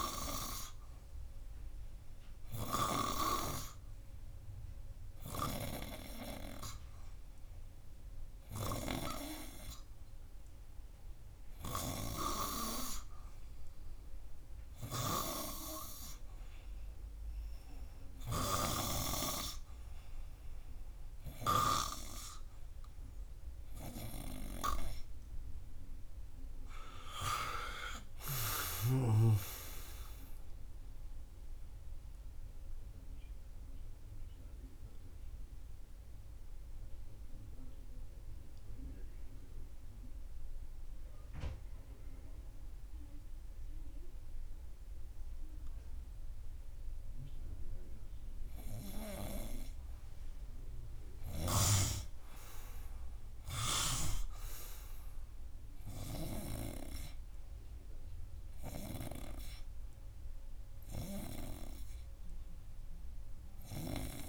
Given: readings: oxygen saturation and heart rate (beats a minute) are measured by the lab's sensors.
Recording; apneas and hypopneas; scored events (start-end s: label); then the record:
breathing in sleep by a room microphone; 1
27.50-31.00 s: arousal
33.00-49.00 s: obstructive apnea (oxygen 95% before, 93% lowest, heart rate 94 before, 91 extreme, up 8 after)
51.50-55.50 s: arousal
From the record:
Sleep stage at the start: N2 (light sleep); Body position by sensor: on the front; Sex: male